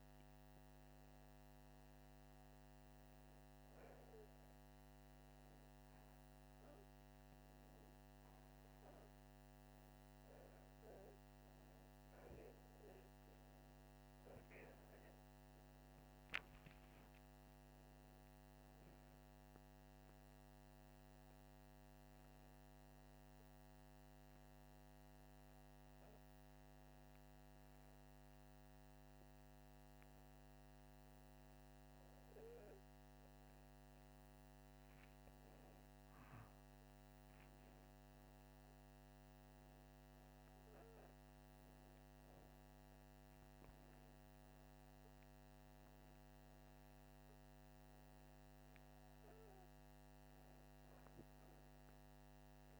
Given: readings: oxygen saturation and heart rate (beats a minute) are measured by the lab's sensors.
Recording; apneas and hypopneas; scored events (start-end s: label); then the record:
breathing in sleep, hard to hear, by a microphone on the trachea; none
17.00-20.50 s: arousal
From the record:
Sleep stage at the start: N2 (light sleep); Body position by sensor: upright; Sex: male